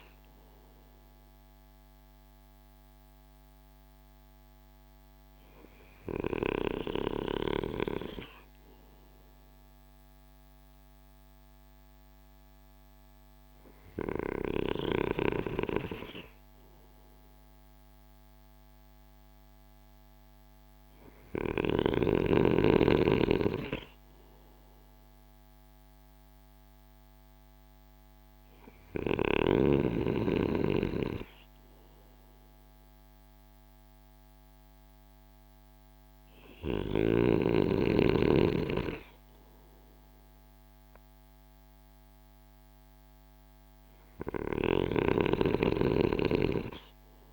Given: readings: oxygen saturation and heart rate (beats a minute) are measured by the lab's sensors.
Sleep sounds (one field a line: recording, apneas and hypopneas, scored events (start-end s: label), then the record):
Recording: breathing in sleep by a microphone on the trachea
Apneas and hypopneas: none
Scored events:
none scored
From the record:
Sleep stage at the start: N2 (light sleep)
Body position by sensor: on the right side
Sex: male